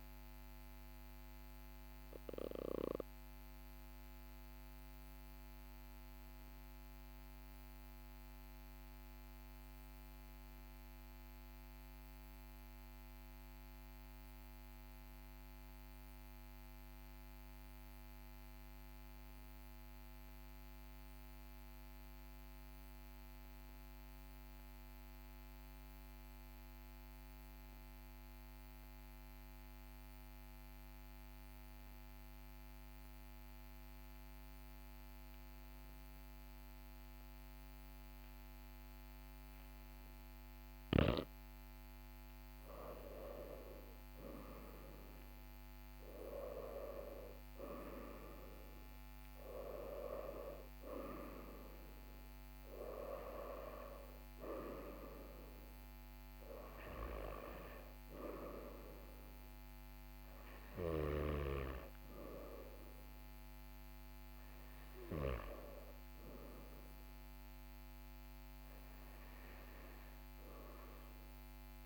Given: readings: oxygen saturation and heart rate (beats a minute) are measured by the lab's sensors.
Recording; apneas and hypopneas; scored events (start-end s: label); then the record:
breathing in sleep by a microphone on the trachea; 1
0.00-9.50 s: oxygen desaturation (device-marked, oxygen 90% lowest, heart rate 42 extreme)
3.00-41.00 s: obstructive apnea (oxygen 96% before, 89% lowest, heart rate 45 before, 42 extreme, up 2 after)
27.50-71.86 s: oxygen desaturation (device-marked, oxygen 99% before, 89% lowest, heart rate 42 before, 42 extreme)
42.50-45.50 s: arousal
From the record:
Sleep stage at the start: N2 (light sleep); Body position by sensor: on the right side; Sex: male